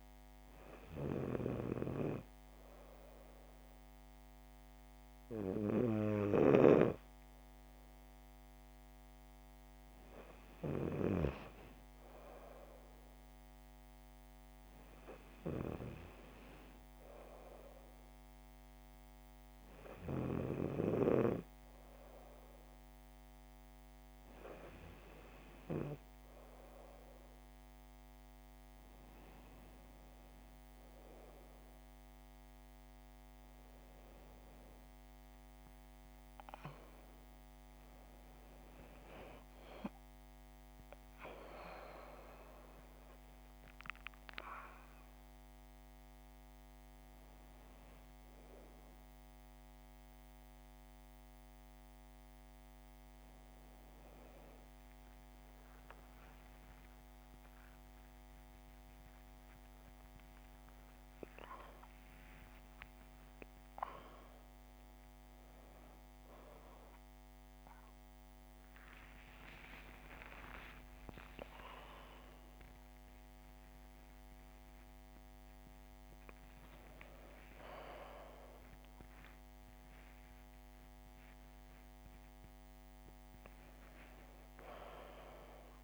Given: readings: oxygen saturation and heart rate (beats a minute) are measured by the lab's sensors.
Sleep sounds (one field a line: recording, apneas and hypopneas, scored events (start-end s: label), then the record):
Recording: a person partly awake in a sleep study, by a microphone on the trachea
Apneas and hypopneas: none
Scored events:
44.50-85.84 s: new sleep stage, awake
From the record:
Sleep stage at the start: N2 (light sleep)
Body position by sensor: on the back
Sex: female